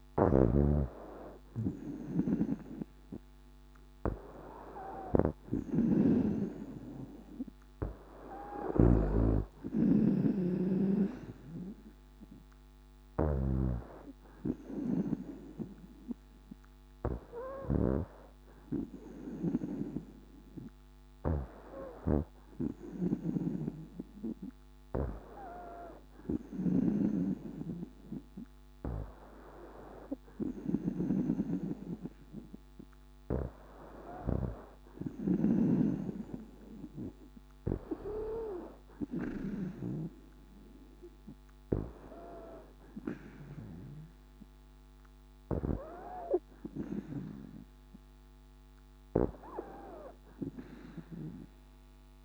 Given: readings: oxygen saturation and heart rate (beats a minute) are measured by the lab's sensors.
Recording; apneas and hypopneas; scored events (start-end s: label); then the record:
breathing in sleep by a microphone on the trachea; none
0.00-35.00 s: snoring (device-marked)
From the record:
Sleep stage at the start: N2 (light sleep); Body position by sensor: on the back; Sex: female